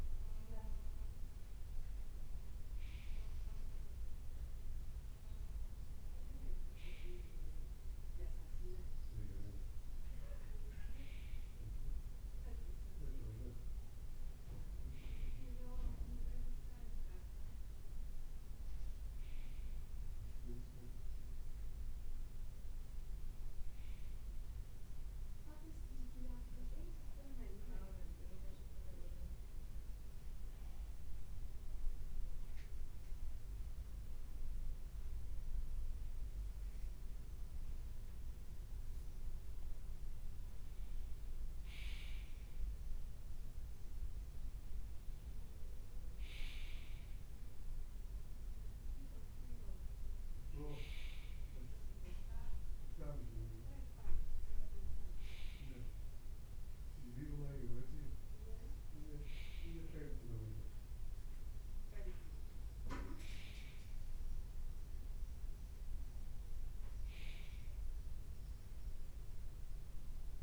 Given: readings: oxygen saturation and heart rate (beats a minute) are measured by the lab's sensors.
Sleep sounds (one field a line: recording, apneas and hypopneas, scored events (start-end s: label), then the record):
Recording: breathing in sleep by a room microphone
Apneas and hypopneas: 1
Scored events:
20.00-24.00 s: arousal
27.50-39.50 s: central apnea (oxygen 98% before, 93% lowest, heart rate 63 before, 58 extreme, up 2 after)
30.00-60.00 s: new sleep stage, N2 (light sleep)
42.50-47.00 s: arousal
60.00-70.43 s: new sleep stage, N1 (lightest sleep)
From the record:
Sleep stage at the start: N1 (lightest sleep)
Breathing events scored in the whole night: 203 in 4.1 hours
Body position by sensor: on the right side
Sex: male